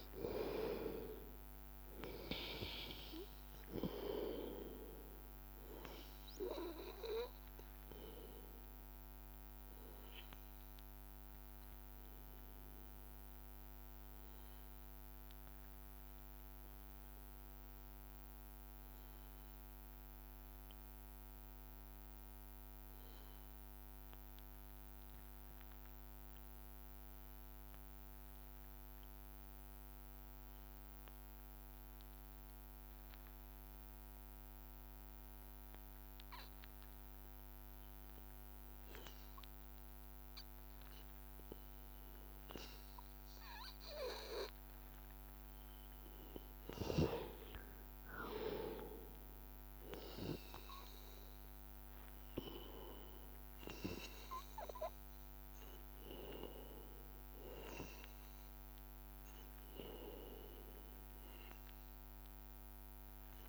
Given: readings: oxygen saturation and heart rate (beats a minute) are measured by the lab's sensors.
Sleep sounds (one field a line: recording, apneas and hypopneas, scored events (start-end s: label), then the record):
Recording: breathing in sleep by a microphone on the trachea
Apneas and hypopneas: 1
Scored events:
0.00-18.00 s: oxygen desaturation (device-marked, oxygen 90% lowest, heart rate 81 extreme)
19.50-39.00 s: obstructive apnea (oxygen 98% before, 93% lowest, heart rate 84 before, 81 extreme, up 1 after)
38.00-63.49 s: oxygen desaturation (device-marked, oxygen 98% before, 93% lowest, heart rate 82 before, 81 extreme)
42.50-47.00 s: arousal
From the record:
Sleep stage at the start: N2 (light sleep)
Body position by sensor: on the back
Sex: male